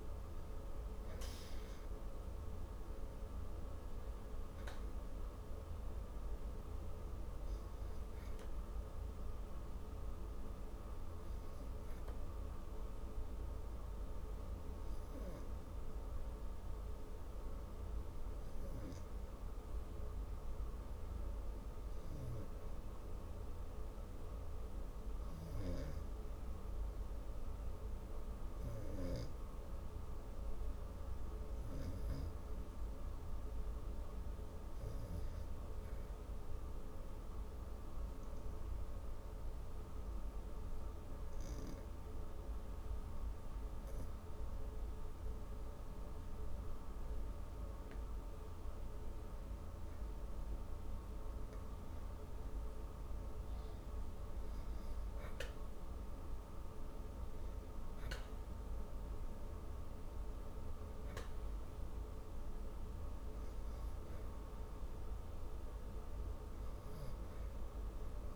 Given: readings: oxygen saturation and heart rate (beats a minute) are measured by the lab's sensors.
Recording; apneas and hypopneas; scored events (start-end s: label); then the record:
breathing in sleep, hard to hear, by a room microphone; 1
1.00-5.00 s: arousal
11.50-31.00 s: obstructive apnea (oxygen 94% before, 89% lowest)
33.00-36.00 s: arousal
42.50-68.36 s: oxygen desaturation (device-marked, oxygen 96% before, 89% lowest)
From the record:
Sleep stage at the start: REM sleep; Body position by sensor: on the back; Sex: female